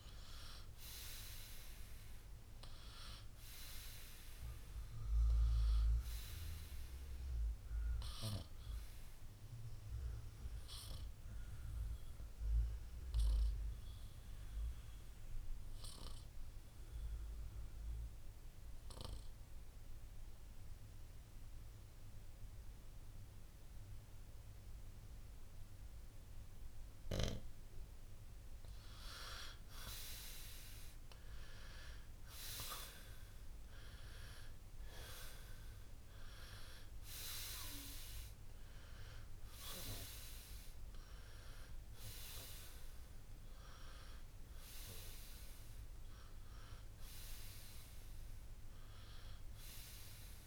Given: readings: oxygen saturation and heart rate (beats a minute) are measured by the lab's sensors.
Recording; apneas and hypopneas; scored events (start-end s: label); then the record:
breathing in sleep by a room microphone; 1
0.00-16.50 s: oxygen desaturation (device-marked, oxygen 91% lowest, heart rate 58 extreme)
12.00-28.00 s: obstructive apnea (oxygen 96% before, 91% lowest, heart rate 65 before, 58 extreme, up 6 after)
29.50-33.00 s: arousal
From the record:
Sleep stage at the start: N2 (light sleep); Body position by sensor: on the right side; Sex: male